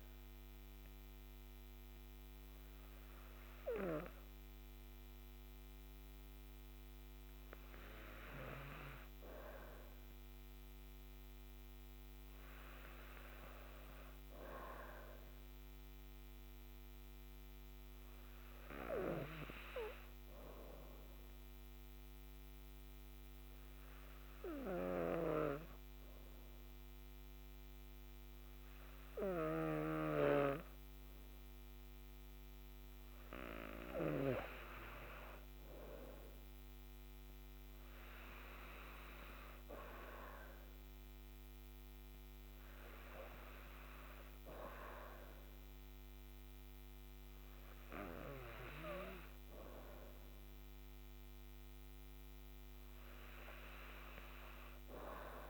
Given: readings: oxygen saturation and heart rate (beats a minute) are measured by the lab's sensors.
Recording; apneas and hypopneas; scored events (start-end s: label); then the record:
breathing in sleep by a microphone on the trachea; 1
0.00-5.00 s: oxygen desaturation (device-marked, oxygen 92% lowest, heart rate 127 extreme)
6.00-9.50 s: arousal
15.50-30.50 s: hypopnea (oxygen 96% before, 92% lowest, heart rate 154 before, 52 extreme, up 33 after)
25.00-30.00 s: snoring (device-marked)
37.00-41.00 s: arousal
42.00-55.50 s: oxygen desaturation (device-marked, oxygen 97% before, 92% lowest)
From the record:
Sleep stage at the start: N2 (light sleep); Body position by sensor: on the back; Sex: female